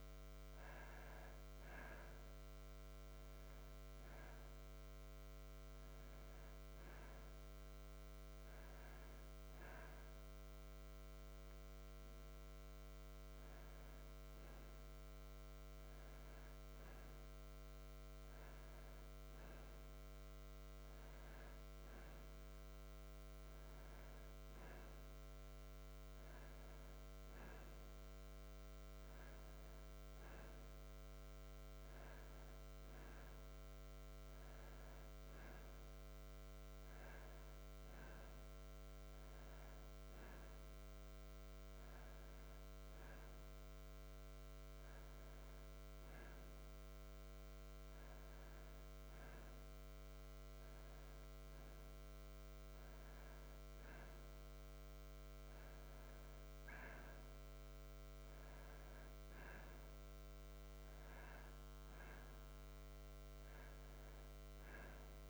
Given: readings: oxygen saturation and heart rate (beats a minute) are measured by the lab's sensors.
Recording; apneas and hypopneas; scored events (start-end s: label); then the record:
breathing in sleep, hard to hear, by a microphone on the trachea; none
none scored
From the record:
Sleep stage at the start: N2 (light sleep); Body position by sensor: on the back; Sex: male